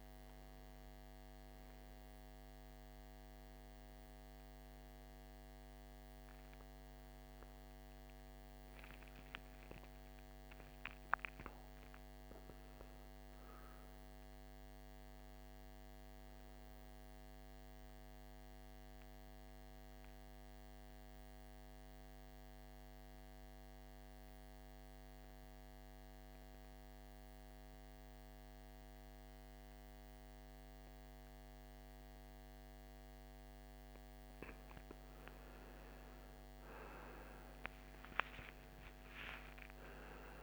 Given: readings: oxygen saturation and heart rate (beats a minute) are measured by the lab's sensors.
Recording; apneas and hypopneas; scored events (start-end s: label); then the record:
breathing in sleep, hard to hear, by a microphone on the trachea; 1
0.00-8.50 s: oxygen desaturation (device-marked, oxygen 86% lowest, heart rate 53 extreme)
8.00-12.50 s: arousal
17.50-32.50 s: central apnea (oxygen 99% before, 88% lowest, heart rate 60 before, 53 extreme, up 16 after)
34.50-40.43 s: oxygen desaturation (device-marked, oxygen 97% before, 88% lowest, heart rate 56 before, 53 extreme)
35.50-40.43 s: arousal
From the record:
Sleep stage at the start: N2 (light sleep); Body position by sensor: on the right side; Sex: male